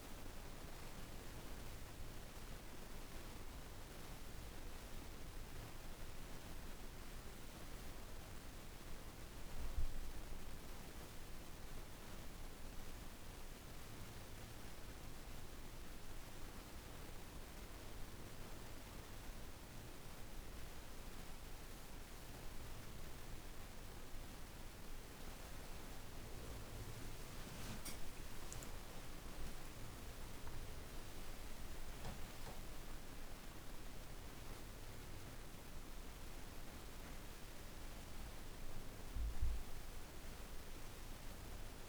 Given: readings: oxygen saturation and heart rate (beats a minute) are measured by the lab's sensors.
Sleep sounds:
a person awake in a sleep study, hard to hear, by a room microphone; none
0.00-10.00 s: oxygen desaturation (device-marked, oxygen 92% lowest, heart rate 35 extreme)
37.00-41.89 s: new sleep stage, N1 (lightest sleep)
From the record:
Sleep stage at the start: awake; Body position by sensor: on the back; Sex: female

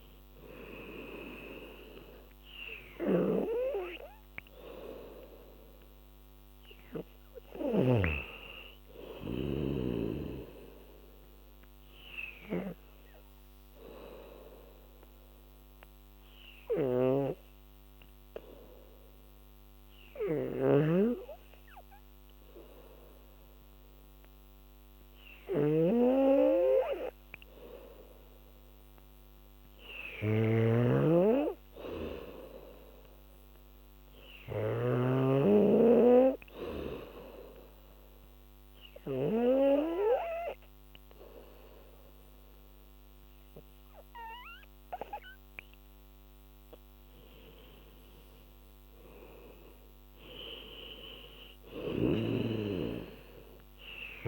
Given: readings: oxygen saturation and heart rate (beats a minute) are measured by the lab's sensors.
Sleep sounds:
breathing in sleep by a microphone on the trachea; 2
0.00-15.50 s: oxygen desaturation (device-marked, oxygen 90% lowest, heart rate 71 extreme)
3.00-8.00 s: snoring (device-marked)
14.50-27.50 s: obstructive apnea (oxygen 97% before, 90% lowest, heart rate 77 before, 75 extreme, up 3 after)
17.00-35.00 s: snoring (device-marked)
28.00-31.00 s: arousal
31.50-46.50 s: oxygen desaturation (device-marked, oxygen 97% before, 91% lowest, heart rate 78 before, 75 extreme)
36.00-46.00 s: obstructive apnea (oxygen 98% before, 90% lowest, heart rate 78 before, 75 extreme, up 4 after)
48.00-51.00 s: arousal
From the record:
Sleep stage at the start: N2 (light sleep); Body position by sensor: on the back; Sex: female

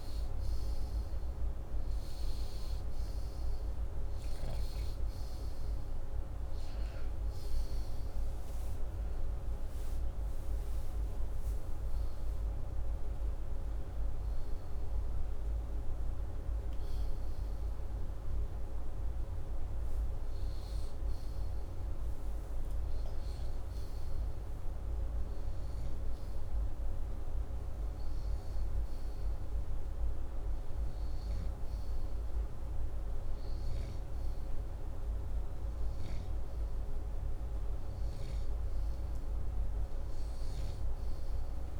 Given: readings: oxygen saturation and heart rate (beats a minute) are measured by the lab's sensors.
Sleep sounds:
breathing in sleep, hard to hear, by a room microphone; none
none scored
From the record:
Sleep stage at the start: N2 (light sleep); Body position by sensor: upright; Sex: male

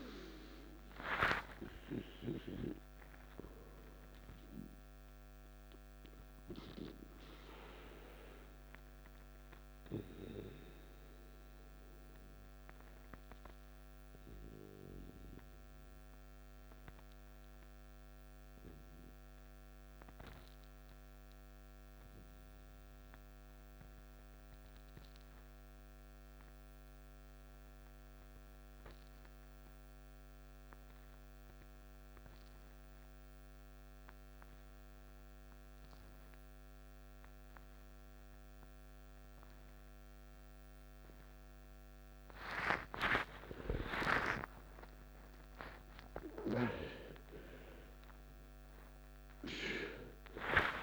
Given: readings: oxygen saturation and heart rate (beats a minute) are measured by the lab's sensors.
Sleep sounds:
breathing in sleep by a microphone on the trachea; 1
0.00-16.50 s: oxygen desaturation (device-marked, oxygen 89% lowest, heart rate 54 extreme)
11.00-43.00 s: obstructive apnea (oxygen 96% before, 89% lowest, heart rate 63 before, 54 extreme, up 14 after)
35.50-50.83 s: oxygen desaturation (device-marked, oxygen 98% before, 91% lowest, heart rate 55 before, 52 extreme)
43.50-47.50 s: arousal
48.50-50.83 s: new sleep stage, N1 (lightest sleep)
From the record:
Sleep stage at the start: N2 (light sleep); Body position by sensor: on the back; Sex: male

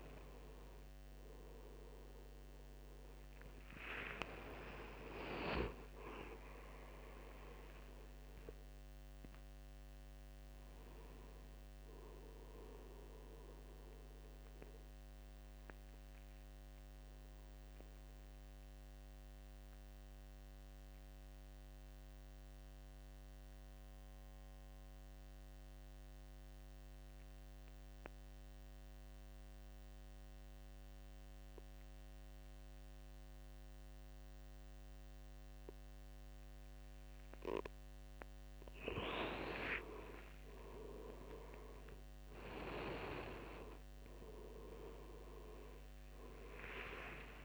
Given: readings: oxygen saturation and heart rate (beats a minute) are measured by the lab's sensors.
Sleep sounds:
breathing in sleep by a microphone on the trachea; 1
0.00-16.50 s: oxygen desaturation (device-marked, oxygen 88% lowest, heart rate 68 extreme)
18.00-38.50 s: obstructive apnea (oxygen 96% before, 89% lowest, heart rate 83 before, 68 extreme, up 13 after)
41.50-47.45 s: oxygen desaturation (device-marked, oxygen 100% before, 90% lowest, heart rate 72 before, 77 extreme)
43.50-47.45 s: new sleep stage, awake
From the record:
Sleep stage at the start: N2 (light sleep); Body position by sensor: on the right side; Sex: male

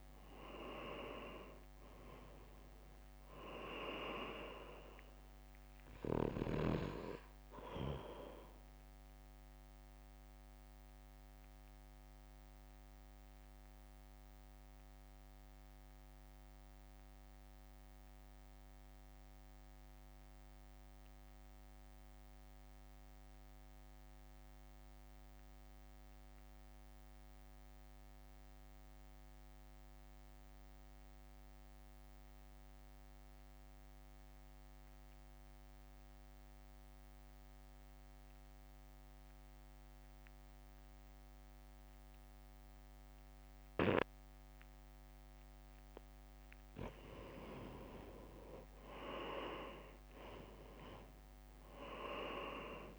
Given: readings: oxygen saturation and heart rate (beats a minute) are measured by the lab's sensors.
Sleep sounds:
breathing in sleep by a microphone on the trachea; 1
0.00-12.50 s: drop in pulse transit time (device-marked, heart rate 52 extreme)
0.00-26.50 s: oxygen desaturation (device-marked, oxygen 91% lowest, heart rate 52 extreme)
9.50-45.50 s: mixed apnea (oxygen 98% before, 89% lowest, heart rate 56 before, 50 extreme, up 4 after)
42.50-52.99 s: oxygen desaturation (device-marked, oxygen 98% before, 90% lowest, heart rate 60 before, 50 extreme)
47.00-50.00 s: arousal
48.50-52.99 s: drop in pulse transit time (device-marked, heart rate 60 before, 52 extreme)
From the record:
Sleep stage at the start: N2 (light sleep); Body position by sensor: on the right side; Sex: male

